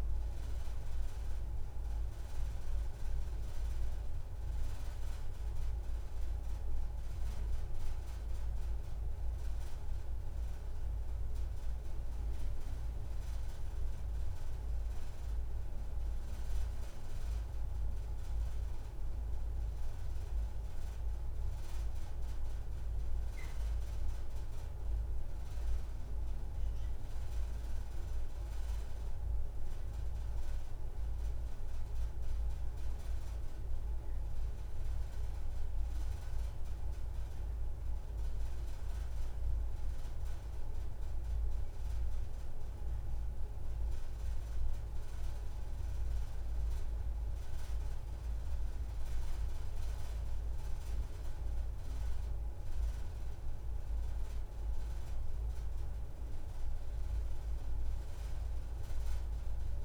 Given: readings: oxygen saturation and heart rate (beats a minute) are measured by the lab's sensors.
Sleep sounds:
breathing in sleep, hard to hear, by a room microphone; none
0.00-9.00 s: oxygen desaturation (device-marked, oxygen 93% lowest)
From the record:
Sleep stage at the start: N2 (light sleep); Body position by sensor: on the back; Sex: female

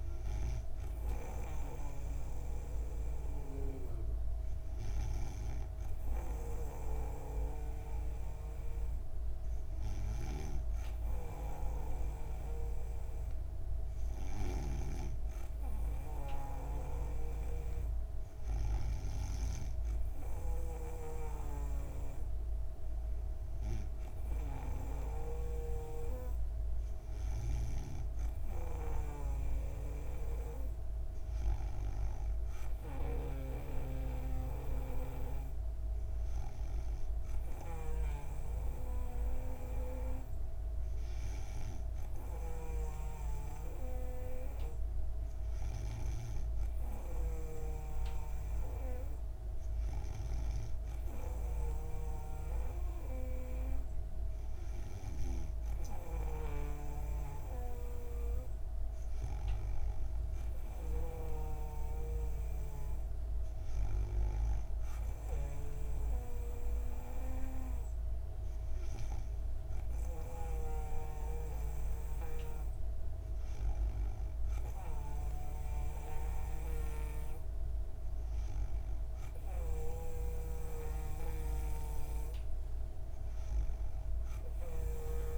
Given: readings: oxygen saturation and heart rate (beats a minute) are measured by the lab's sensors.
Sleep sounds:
breathing in sleep by a room microphone; none
1.50-6.50 s: snoring (device-marked)
14.00-33.00 s: snoring (device-marked)
42.00-47.00 s: snoring (device-marked)
55.50-65.50 s: snoring (device-marked)
76.00-85.37 s: snoring (device-marked)
From the record:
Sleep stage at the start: N2 (light sleep); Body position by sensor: on the back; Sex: female

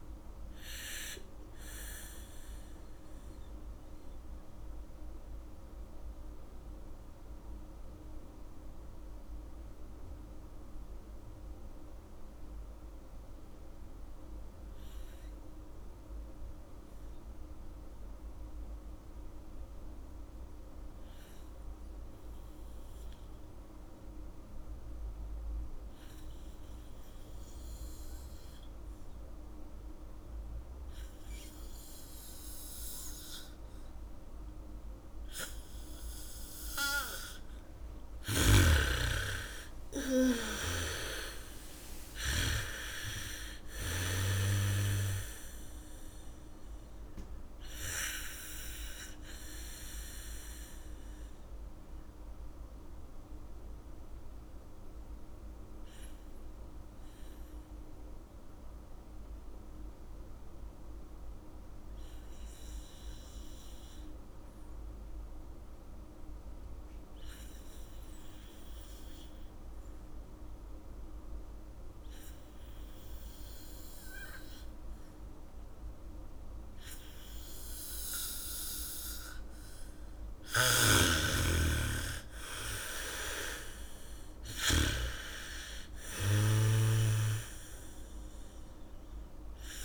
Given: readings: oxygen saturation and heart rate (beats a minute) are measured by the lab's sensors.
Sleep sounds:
breathing in sleep by a room microphone; 2
0.00-15.50 s: oxygen desaturation (device-marked, oxygen 76% lowest, heart rate 45 extreme)
1.50-36.50 s: mixed apnea (oxygen 99% before, 75% lowest, heart rate 60 before, 54 extreme, up 11 after)
31.50-38.50 s: bradycardia (device-marked, heart rate 69 before, 55 extreme)
31.50-64.50 s: oxygen desaturation (device-marked, oxygen 98% before, 75% lowest, heart rate 72 before, 40 extreme)
39.00-44.00 s: arousal
48.00-80.00 s: mixed apnea (oxygen 99% before, 75% lowest, heart rate 63 before, 40 extreme, up 10 after)
70.50-89.85 s: oxygen desaturation (device-marked, oxygen 99% before, 77% lowest, heart rate 77 before, 40 extreme)
73.50-85.50 s: bradycardia (device-marked, heart rate 69 before, 40 extreme)
81.00-85.50 s: snoring (device-marked)
82.00-86.00 s: arousal
From the record:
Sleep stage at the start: N2 (light sleep); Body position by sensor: on the back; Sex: female

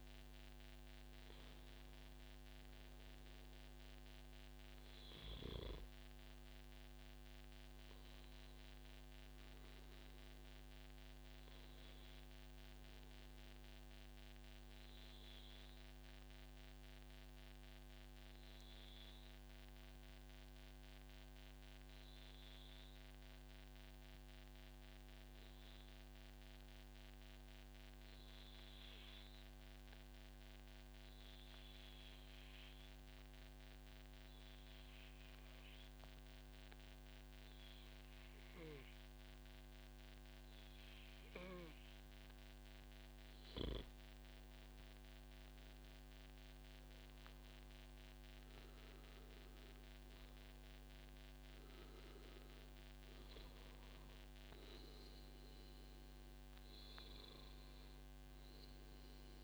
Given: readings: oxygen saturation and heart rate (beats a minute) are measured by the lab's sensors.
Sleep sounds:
breathing in sleep, hard to hear, by a microphone on the trachea; 1
15.50-43.00 s: obstructive apnea (oxygen 98% before, 92% lowest, heart rate 142 before, 109 extreme, up 22 after)
45.00-49.00 s: arousal
53.00-59.44 s: oxygen desaturation (device-marked, oxygen 95% before, 92% lowest, heart rate 136 before, 142 extreme)
From the record:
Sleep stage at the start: N2 (light sleep); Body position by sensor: on the back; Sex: male

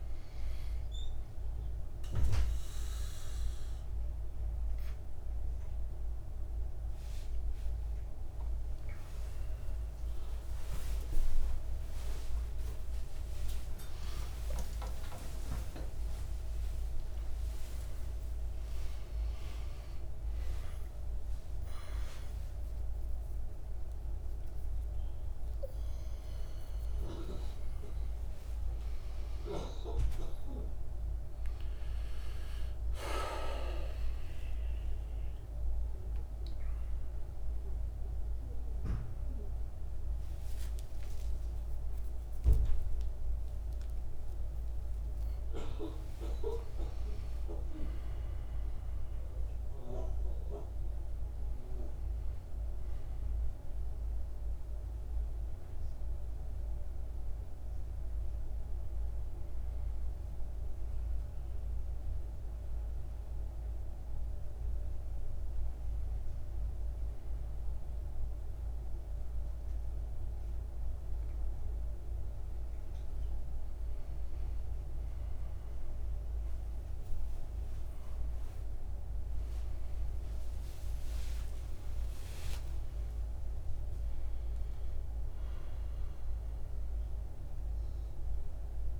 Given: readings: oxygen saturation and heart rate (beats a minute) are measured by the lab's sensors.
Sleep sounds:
a person awake in a sleep study, by a room microphone; 1
0.00-33.50 s: oxygen desaturation (device-marked, oxygen 86% lowest, heart rate 56 extreme)
1.50-61.50 s: new sleep stage, awake
61.50-89.00 s: new sleep stage, N1 (lightest sleep)
63.00-73.00 s: hypopnea (oxygen 99% before, 95% lowest, heart rate 70 before, 63 extreme, up 8 after)
68.50-89.00 s: oxygen desaturation (device-marked, oxygen 99% before, 95% lowest, heart rate 67 before, 63 extreme)
78.50-82.50 s: arousal
From the record:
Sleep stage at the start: N2 (light sleep); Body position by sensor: on the back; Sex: male

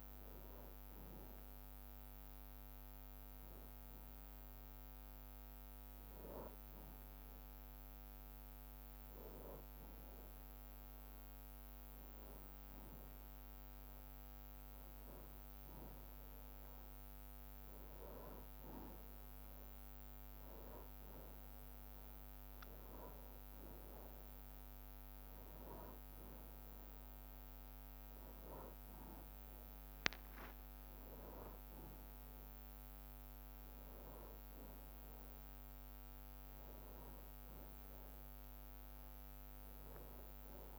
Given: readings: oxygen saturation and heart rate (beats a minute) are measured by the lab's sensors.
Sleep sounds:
breathing in sleep, hard to hear, by a microphone on the trachea; none
0.00-5.50 s: bradycardia (device-marked, heart rate 59 extreme)
34.50-39.50 s: arousal
From the record:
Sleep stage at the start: N2 (light sleep); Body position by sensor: on the back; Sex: male

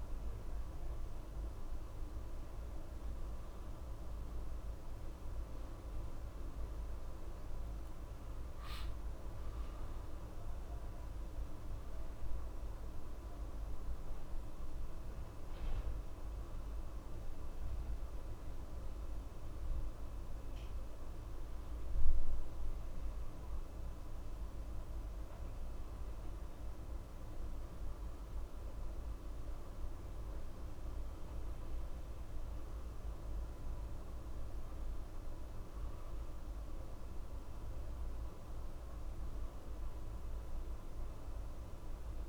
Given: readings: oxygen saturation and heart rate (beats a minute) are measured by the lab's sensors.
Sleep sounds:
a person awake in a sleep study, hard to hear, by a room microphone; none
none scored
From the record:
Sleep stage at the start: awake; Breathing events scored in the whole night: 471 in 6.8 hours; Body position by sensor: on the back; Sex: male

